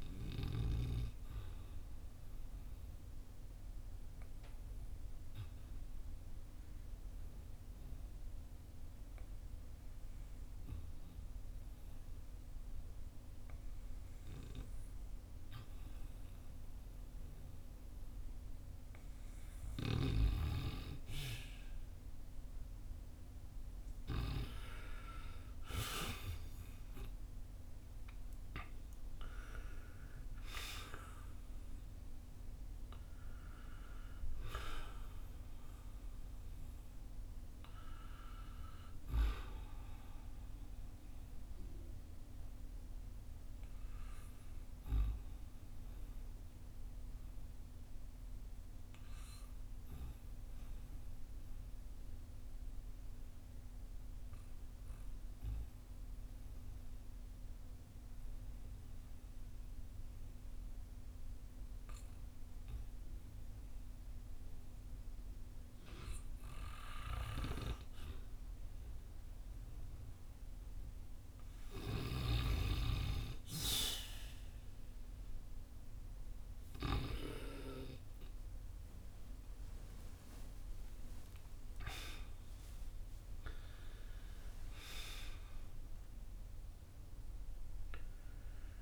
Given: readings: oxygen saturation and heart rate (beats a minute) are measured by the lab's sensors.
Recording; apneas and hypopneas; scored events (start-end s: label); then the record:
breathing in sleep by a room microphone; 2
0.00-16.50 s: oxygen desaturation (device-marked, oxygen 90% lowest, heart rate 49 extreme)
1.50-19.50 s: obstructive apnea (oxygen 97% before, 90% lowest, heart rate 56 before, 49 extreme, up 9 after)
24.50-29.00 s: arousal
34.50-60.50 s: oxygen desaturation (device-marked, oxygen 94% before, 90% lowest, heart rate 57 before, 44 extreme)
42.00-70.00 s: obstructive apnea (oxygen 95% before, 90% lowest, heart rate 58 before, 44 extreme, up 12 after)
74.50-88.82 s: oxygen desaturation (device-marked, oxygen 96% before, 90% lowest, heart rate 50 before, 46 extreme)
77.00-81.50 s: arousal
From the record:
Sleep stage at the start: N2 (light sleep); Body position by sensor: on the back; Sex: male